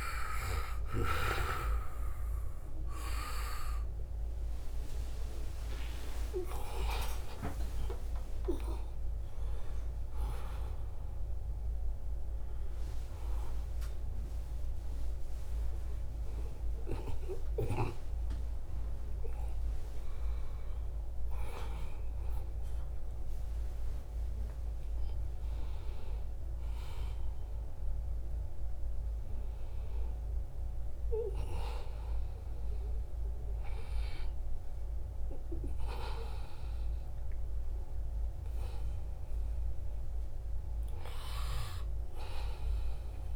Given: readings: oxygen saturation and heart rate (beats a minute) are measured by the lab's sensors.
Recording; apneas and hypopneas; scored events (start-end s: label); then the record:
a person awake in a sleep study, by a room microphone; none
0.00-21.50 s: oxygen desaturation (device-marked, oxygen 87% lowest, heart rate 68 extreme)
5.00-7.00 s: long interval between heartbeats (device-marked, heart rate 71 before, 86 extreme)
7.50-9.50 s: long interval between heartbeats (device-marked, heart rate 74 before, 114 extreme)
29.50-43.36 s: new sleep stage, N1 (lightest sleep)
From the record:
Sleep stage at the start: awake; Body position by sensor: on the back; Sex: male